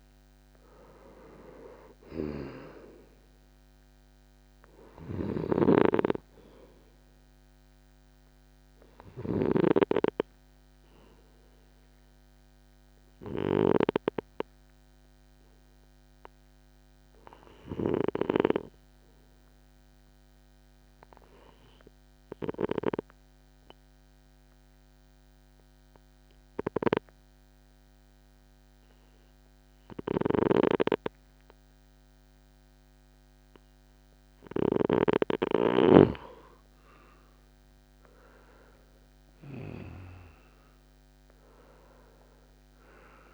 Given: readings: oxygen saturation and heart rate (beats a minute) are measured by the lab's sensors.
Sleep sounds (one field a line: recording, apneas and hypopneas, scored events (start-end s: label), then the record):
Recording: breathing in sleep by a microphone on the trachea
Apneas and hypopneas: 1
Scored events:
0.00-21.00 s: oxygen desaturation (device-marked, oxygen 90% lowest, heart rate 52 extreme)
16.50-19.00 s: arousal
20.00-34.50 s: obstructive apnea (oxygen 94% before, 90% lowest, heart rate 62 before, 52 extreme, up 4 after)
36.50-40.00 s: arousal
From the record:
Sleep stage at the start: N2 (light sleep)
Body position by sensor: on the right side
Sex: male